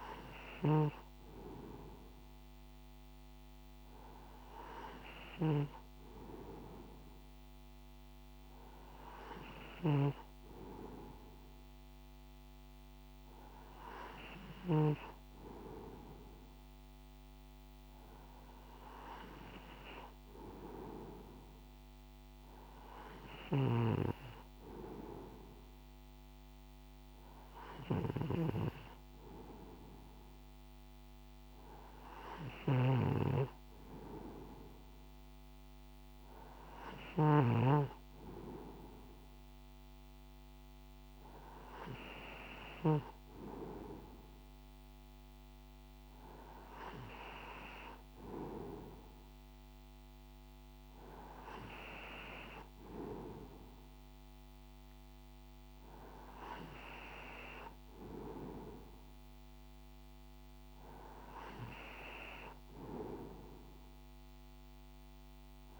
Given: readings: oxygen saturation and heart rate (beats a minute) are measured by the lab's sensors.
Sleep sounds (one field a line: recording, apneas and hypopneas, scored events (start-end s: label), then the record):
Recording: breathing in sleep by a microphone on the trachea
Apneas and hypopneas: none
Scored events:
23.00-37.50 s: snoring (device-marked)
From the record:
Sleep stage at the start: N2 (light sleep)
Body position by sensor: on the right side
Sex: male